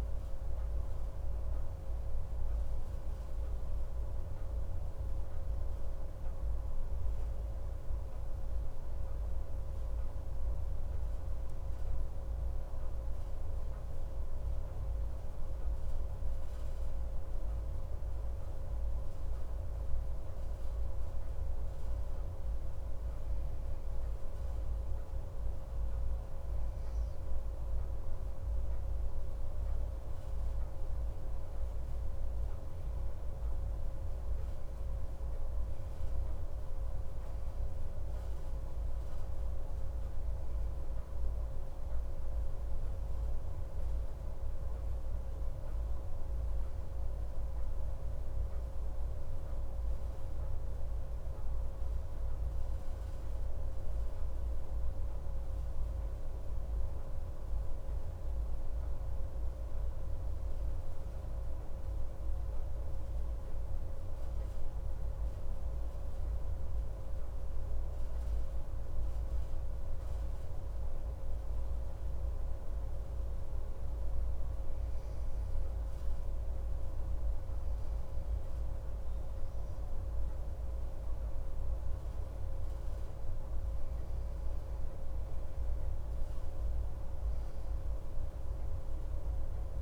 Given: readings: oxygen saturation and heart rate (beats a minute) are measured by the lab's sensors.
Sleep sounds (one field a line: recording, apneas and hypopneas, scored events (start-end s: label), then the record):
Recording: breathing in sleep, hard to hear, by a room microphone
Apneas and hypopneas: 2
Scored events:
2.50-6.50 s: arousal
16.00-28.00 s: hypopnea (oxygen 96% before, 94% lowest, heart rate 132 before, 66 extreme, up 45 after)
30.00-34.50 s: arousal
32.50-89.82 s: new sleep stage, N2 (light sleep)
63.50-77.00 s: hypopnea (oxygen 96% before, 94% lowest, heart rate 119 before, 92 extreme, up 23 after)
78.50-82.50 s: arousal
From the record:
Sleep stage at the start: N1 (lightest sleep)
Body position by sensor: on the back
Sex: male